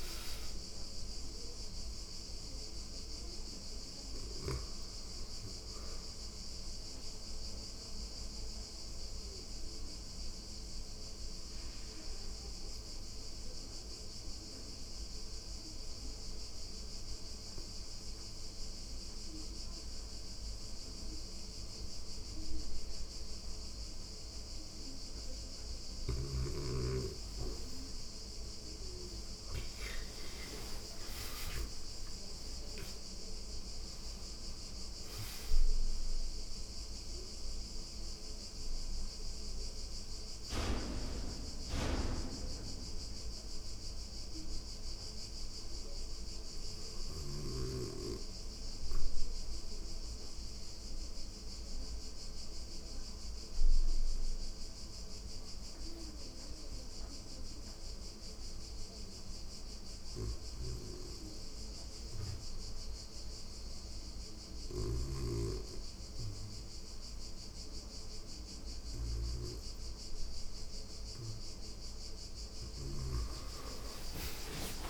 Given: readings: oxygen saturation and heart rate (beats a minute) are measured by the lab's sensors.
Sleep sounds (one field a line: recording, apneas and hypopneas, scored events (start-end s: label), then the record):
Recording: breathing in sleep by a room microphone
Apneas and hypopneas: 2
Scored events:
0.00-11.50 s: oxygen desaturation (device-marked, oxygen 80% lowest, heart rate 86 extreme)
5.50-25.50 s: obstructive apnea (oxygen 90% before, 76% lowest, heart rate 94 before, 86 extreme, up 3 after)
23.50-47.50 s: oxygen desaturation (device-marked, oxygen 98% before, 77% lowest, heart rate 95 before, 82 extreme)
28.00-32.50 s: arousal
39.50-70.00 s: hypopnea (oxygen 98% before, 76% lowest, heart rate 91 before, 82 extreme, up 21 after)
49.50-74.90 s: oxygen desaturation (device-marked, oxygen 98% before, 76% lowest, heart rate 92 before, 82 extreme)
59.50-72.00 s: snoring (device-marked)
72.50-74.90 s: arousal
From the record:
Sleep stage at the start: REM sleep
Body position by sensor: on the back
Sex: female